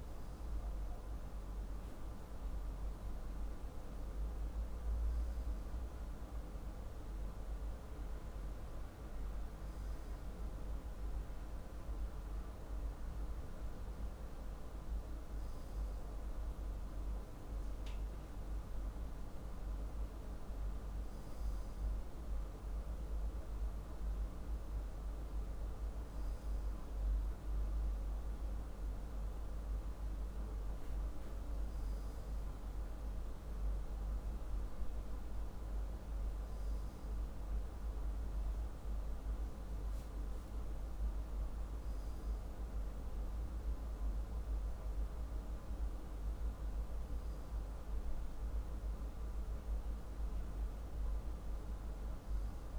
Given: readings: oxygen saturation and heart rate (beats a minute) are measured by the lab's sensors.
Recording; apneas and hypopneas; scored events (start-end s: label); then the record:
breathing in sleep, hard to hear, by a room microphone; none
none scored
From the record:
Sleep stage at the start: N2 (light sleep); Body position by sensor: on the left side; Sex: male